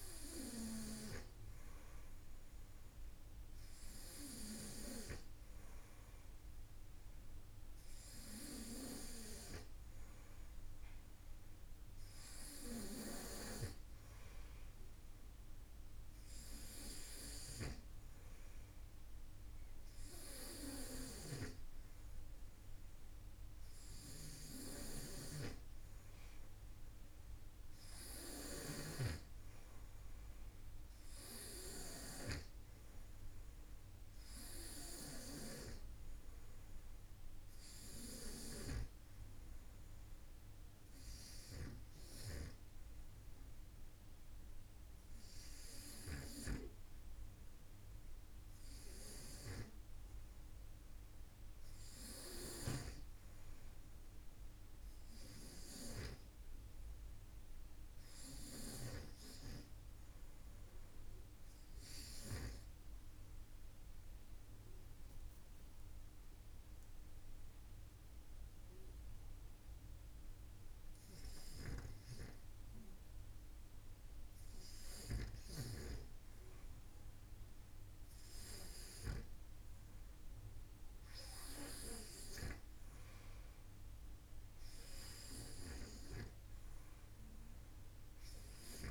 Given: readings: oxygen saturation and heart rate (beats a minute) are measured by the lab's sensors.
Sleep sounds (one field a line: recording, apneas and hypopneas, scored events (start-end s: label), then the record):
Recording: breathing in sleep by a room microphone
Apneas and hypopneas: 1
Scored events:
20.00-31.50 s: snoring (device-marked)
51.50-58.00 s: snoring (device-marked)
62.50-74.50 s: obstructive apnea (oxygen 95% before, 90% lowest, heart rate 54 before, 49 extreme, up 3 after)
78.00-82.00 s: arousal
84.50-88.91 s: oxygen desaturation (device-marked, oxygen 93% before, 90% lowest, heart rate 51 before, 49 extreme)
From the record:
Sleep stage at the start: REM sleep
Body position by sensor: on the front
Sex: male